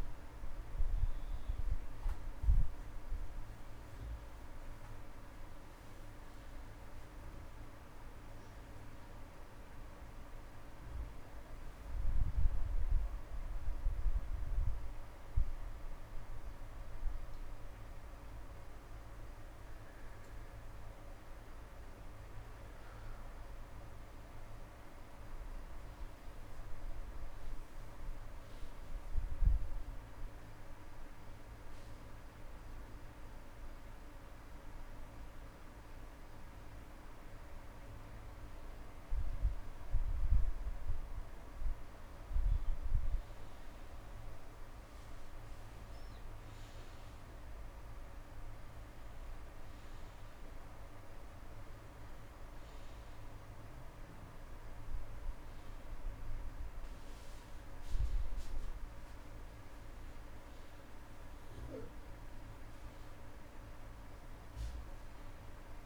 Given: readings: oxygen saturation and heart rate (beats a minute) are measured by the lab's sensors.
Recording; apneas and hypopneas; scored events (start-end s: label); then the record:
breathing in sleep, hard to hear, by a room microphone; 1
7.00-11.00 s: arousal
13.50-28.50 s: mixed apnea (oxygen 98% before, 95% lowest)
34.50-38.00 s: arousal
61.50-65.50 s: arousal
From the record:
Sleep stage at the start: N2 (light sleep); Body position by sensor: on the back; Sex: male